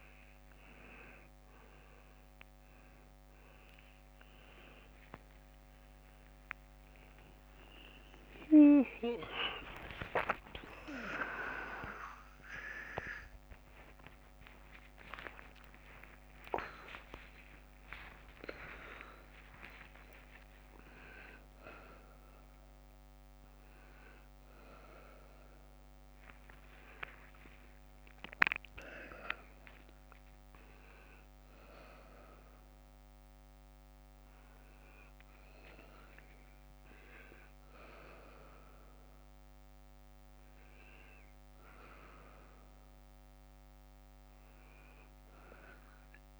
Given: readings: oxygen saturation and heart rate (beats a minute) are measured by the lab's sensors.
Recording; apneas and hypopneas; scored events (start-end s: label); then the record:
a person awake in a sleep study, by a microphone on the trachea; none
15.00-20.00 s: tachycardia (device-marked, heart rate 62 before, 162 extreme)
From the record:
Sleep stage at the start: awake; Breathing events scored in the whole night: 228 in 4.2 hours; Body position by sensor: on the left side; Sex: male